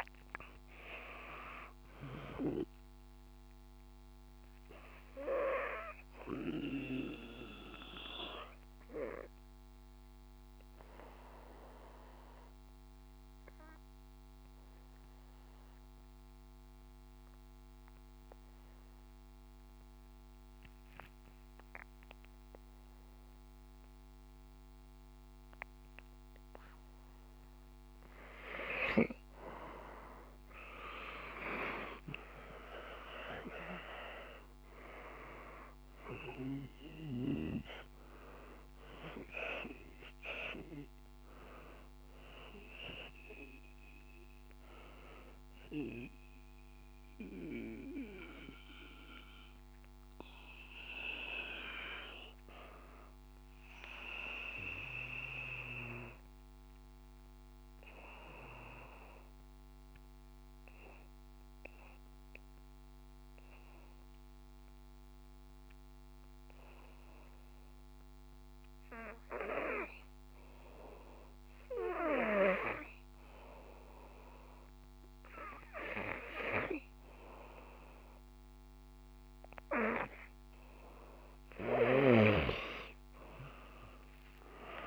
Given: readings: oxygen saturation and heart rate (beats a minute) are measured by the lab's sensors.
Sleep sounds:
breathing in sleep by a microphone on the trachea; 2
0.00-20.00 s: oxygen desaturation (device-marked, oxygen 90% lowest, heart rate 55 extreme)
3.50-26.00 s: obstructive apnea (oxygen 97% before, 90% lowest, heart rate 59 before, 55 extreme, up 4 after)
30.00-34.00 s: arousal
35.00-46.00 s: oxygen desaturation (device-marked, oxygen 97% before, 92% lowest, heart rate 56 before, 56 extreme)
52.00-60.00 s: oxygen desaturation (device-marked, oxygen 93% before, 90% lowest, heart rate 58 before, 54 extreme)
53.50-80.50 s: obstructive apnea (oxygen 97% before, 89% lowest, heart rate 58 before, 54 extreme, up 7 after)
79.00-84.87 s: oxygen desaturation (device-marked, oxygen 98% before, 89% lowest, heart rate 56 before, 55 extreme)
From the record:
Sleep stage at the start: N2 (light sleep); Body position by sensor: on the back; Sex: male

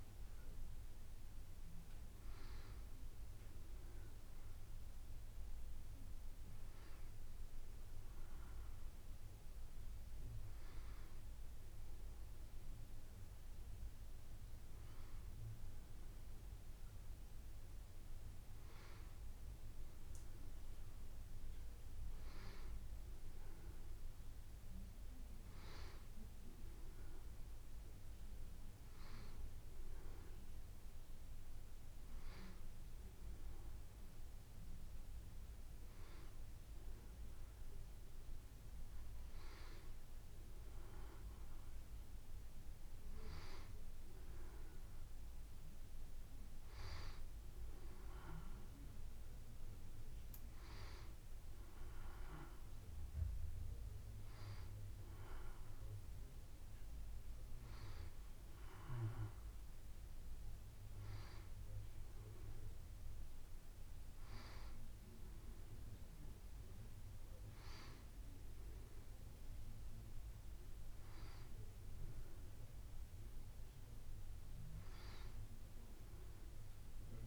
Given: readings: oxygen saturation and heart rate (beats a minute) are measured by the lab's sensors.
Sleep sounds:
breathing in sleep by a room microphone; none
none scored
From the record:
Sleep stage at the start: N2 (light sleep); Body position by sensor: on the back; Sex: female

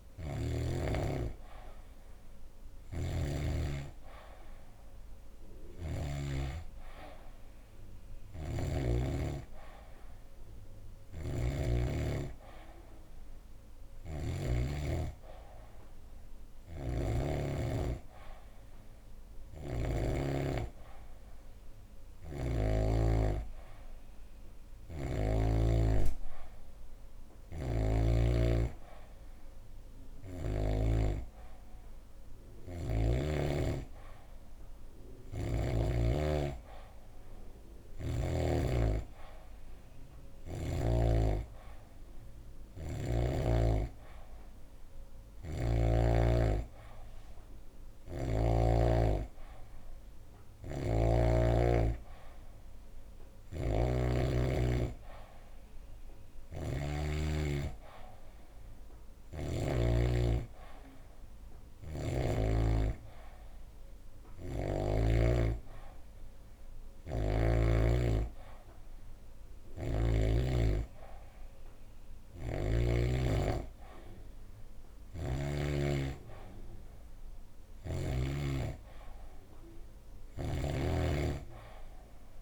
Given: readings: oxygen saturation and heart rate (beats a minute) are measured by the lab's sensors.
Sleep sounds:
breathing in sleep by a room microphone; none
2.50-6.00 s: snoring (device-marked)
10.50-17.00 s: snoring (device-marked)
19.00-22.50 s: snoring (device-marked)
27.00-30.50 s: snoring (device-marked)
50.00-59.50 s: snoring (device-marked)
66.50-70.00 s: snoring (device-marked)
74.50-78.00 s: snoring (device-marked)
From the record:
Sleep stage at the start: N2 (light sleep); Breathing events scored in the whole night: 207 in 4.6 hours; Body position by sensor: on the back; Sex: female

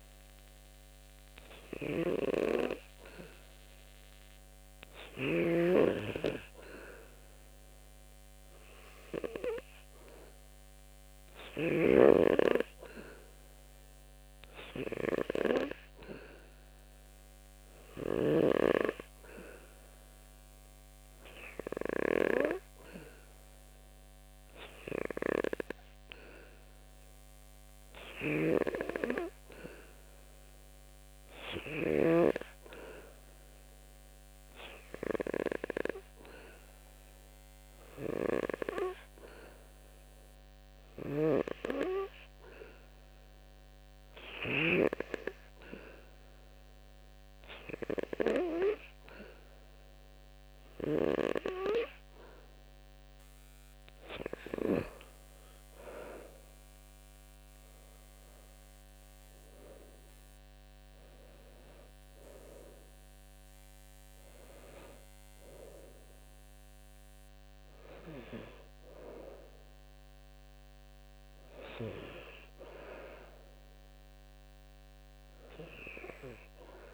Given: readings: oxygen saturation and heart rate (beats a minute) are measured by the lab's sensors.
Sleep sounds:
breathing in sleep by a microphone on the trachea; none
40.50-44.50 s: snoring (device-marked)
From the record:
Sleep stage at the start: N2 (light sleep); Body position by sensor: on the back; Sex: male

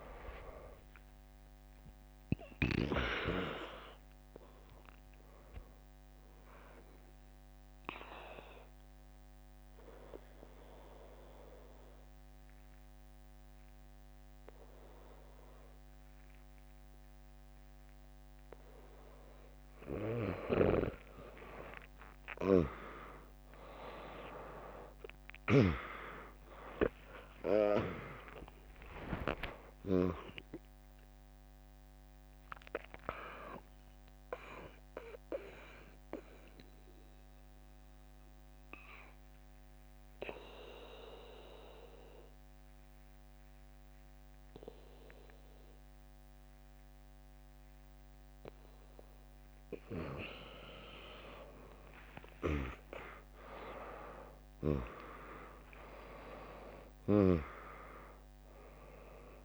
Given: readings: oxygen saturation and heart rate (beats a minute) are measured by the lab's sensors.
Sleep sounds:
a person partly awake in a sleep study, by a microphone on the trachea; 2
0.00-4.50 s: oxygen desaturation (device-marked, oxygen 96% lowest, heart rate 67 extreme)
0.00-7.50 s: drop in pulse transit time (device-marked, heart rate 71 extreme)
6.50-59.44 s: new sleep stage, N2 (light sleep)
7.50-19.50 s: obstructive apnea (oxygen 100% before, 97% lowest, heart rate 99 before, 67 extreme, up 11 after)
23.00-25.00 s: long interval between heartbeats (device-marked, heart rate 85 before, 81 extreme)
23.00-29.50 s: arousal
27.50-41.50 s: drop in pulse transit time (device-marked, heart rate 83 before, 83 extreme)
28.00-30.00 s: long interval between heartbeats (device-marked, heart rate 83 before, 98 extreme)
28.50-31.50 s: tachycardia (device-marked, heart rate 78 before, 100 extreme)
34.00-49.50 s: mixed apnea (oxygen 100% before, 95% lowest, heart rate 87 before, 60 extreme, up 3 after)
52.00-56.50 s: arousal
From the record:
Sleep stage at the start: awake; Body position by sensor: on the back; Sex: female

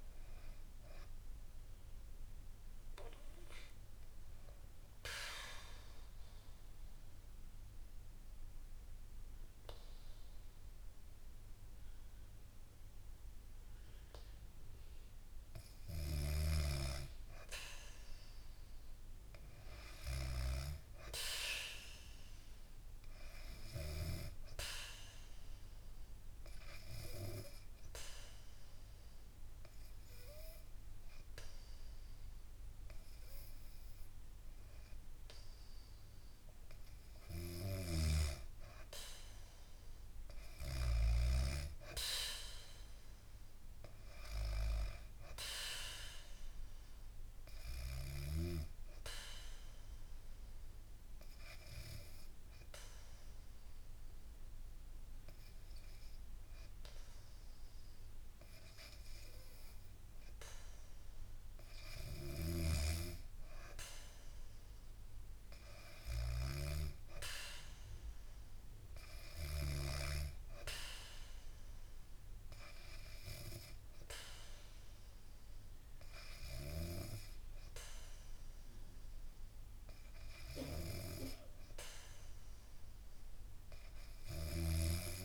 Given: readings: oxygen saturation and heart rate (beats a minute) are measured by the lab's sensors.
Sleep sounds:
breathing in sleep by a room microphone; 3
5.00-15.00 s: obstructive apnea (oxygen 96% before, 95% lowest, heart rate 73 before, 64 extreme, up 4 after)
16.00-20.50 s: arousal
23.50-40.00 s: obstructive apnea (oxygen 99% before, 95% lowest, heart rate 65 before, 64 extreme, up 7 after)
42.00-45.50 s: arousal
45.50-63.50 s: oxygen desaturation (device-marked, oxygen 98% before, 95% lowest, heart rate 67 before, 65 extreme)
49.00-61.00 s: hypopnea (oxygen 99% before, 94% lowest, heart rate 67 before, 65 extreme, up 4 after)
65.00-69.00 s: arousal
From the record:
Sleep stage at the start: N2 (light sleep); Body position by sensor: on the back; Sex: female

